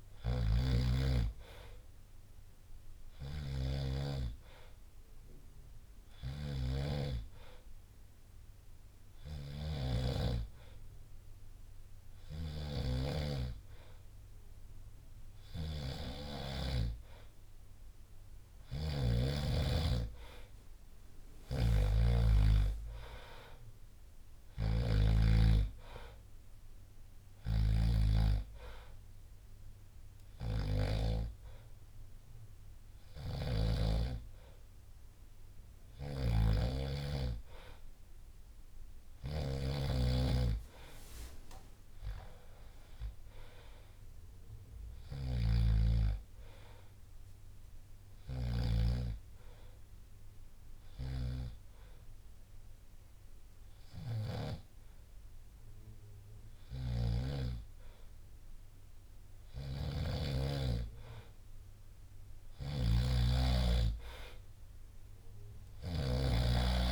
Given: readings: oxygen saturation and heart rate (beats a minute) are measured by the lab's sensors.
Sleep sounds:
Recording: breathing in sleep by a room microphone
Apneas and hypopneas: 1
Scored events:
0.00-2.50 s: drop in pulse transit time (device-marked, heart rate 63 extreme)
0.00-6.50 s: snoring (device-marked)
12.50-48.50 s: snoring (device-marked)
41.50-45.00 s: arousal
49.00-59.00 s: hypopnea (oxygen 96% before, 93% lowest, heart rate 66 before, 60 extreme, up 3 after)
55.00-57.00 s: long interval between heartbeats (device-marked, heart rate 67 before, 61 extreme)
61.00-64.00 s: arousal
62.00-66.92 s: snoring (device-marked)
From the record:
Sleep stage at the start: N2 (light sleep)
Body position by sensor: on the back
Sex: male

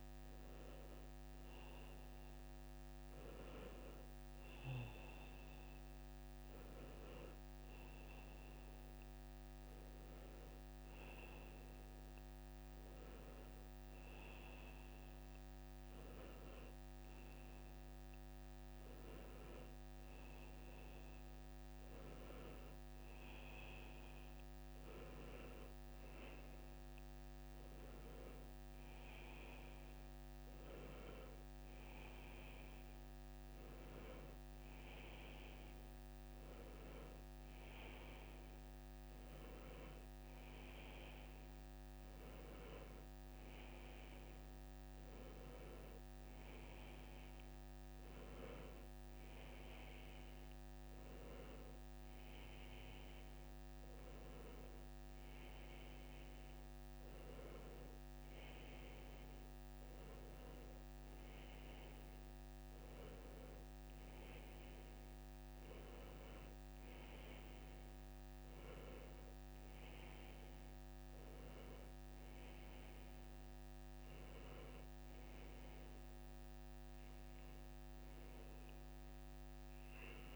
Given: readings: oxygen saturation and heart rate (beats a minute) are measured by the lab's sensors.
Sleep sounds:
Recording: a person partly awake in a sleep study, hard to hear, by a microphone on the trachea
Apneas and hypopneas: none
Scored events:
20.00-80.36 s: new sleep stage, N1 (lightest sleep)
From the record:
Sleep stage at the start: awake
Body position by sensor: on the back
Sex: male

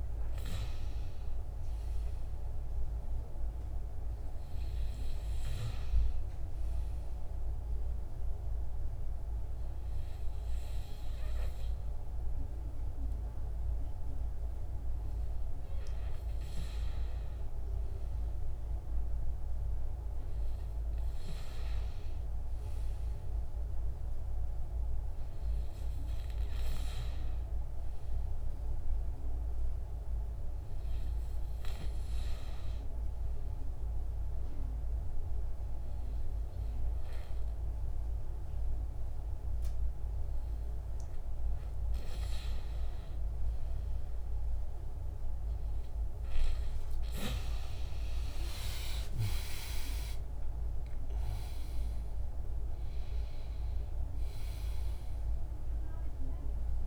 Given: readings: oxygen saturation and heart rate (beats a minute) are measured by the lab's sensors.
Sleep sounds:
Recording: breathing in sleep, hard to hear, by a room microphone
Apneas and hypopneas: 1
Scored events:
31.50-42.50 s: obstructive apnea (oxygen 96% before, 92% lowest, heart rate 72 before, 68 extreme, up 27 after)
46.50-52.00 s: arousal
52.00-56.87 s: oxygen desaturation (device-marked, oxygen 96% before, 92% lowest, heart rate 78 before, 64 extreme)
From the record:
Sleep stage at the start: N2 (light sleep)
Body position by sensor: on the back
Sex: male

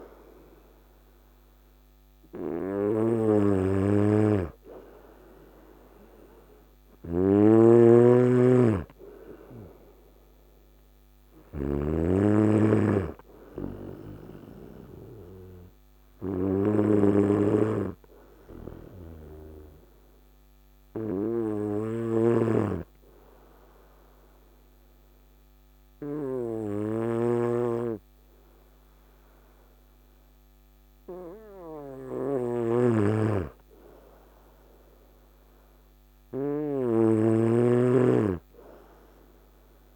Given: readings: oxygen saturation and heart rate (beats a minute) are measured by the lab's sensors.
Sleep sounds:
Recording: breathing in sleep by a microphone on the trachea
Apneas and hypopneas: 1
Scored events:
0.00-2.50 s: arousal
0.00-11.50 s: snoring (device-marked)
17.00-30.50 s: obstructive apnea (oxygen 99% before, 94% lowest, heart rate 58 before, 55 extreme, up 2 after)
21.50-39.96 s: snoring (device-marked)
33.50-37.50 s: arousal
From the record:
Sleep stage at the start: N2 (light sleep)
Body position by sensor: on the right side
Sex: male

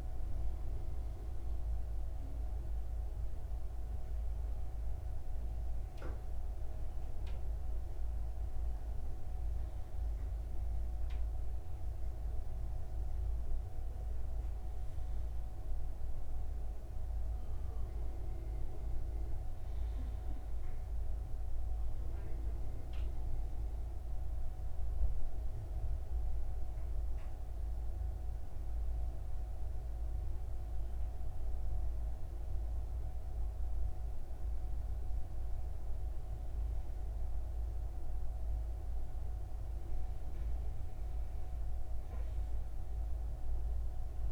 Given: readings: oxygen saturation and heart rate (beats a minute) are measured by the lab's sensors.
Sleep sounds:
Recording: breathing in sleep, hard to hear, by a room microphone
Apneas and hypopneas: 1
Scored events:
17.00-21.00 s: arousal
24.50-35.50 s: hypopnea (oxygen 96% before, 95% lowest, heart rate 77 before, 75 extreme, up 6 after)
37.50-41.50 s: arousal
From the record:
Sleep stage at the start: N2 (light sleep)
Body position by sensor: on the right side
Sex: male

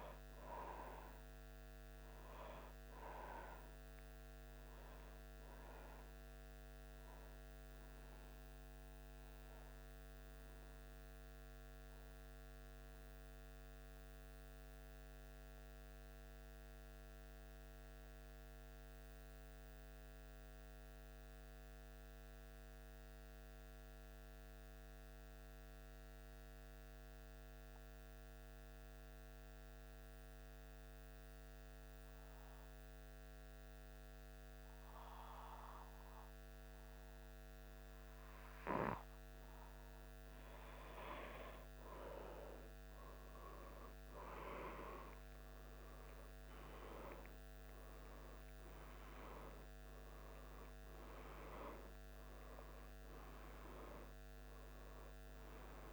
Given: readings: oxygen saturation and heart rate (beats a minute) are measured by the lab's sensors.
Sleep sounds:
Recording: breathing in sleep by a microphone on the trachea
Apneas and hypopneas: 1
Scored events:
5.50-41.00 s: obstructive apnea (oxygen 96% before, 94% lowest, heart rate 75 before, 73 extreme, up 0 after)
44.00-48.50 s: arousal
From the record:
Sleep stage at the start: N2 (light sleep)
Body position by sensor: on the back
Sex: male

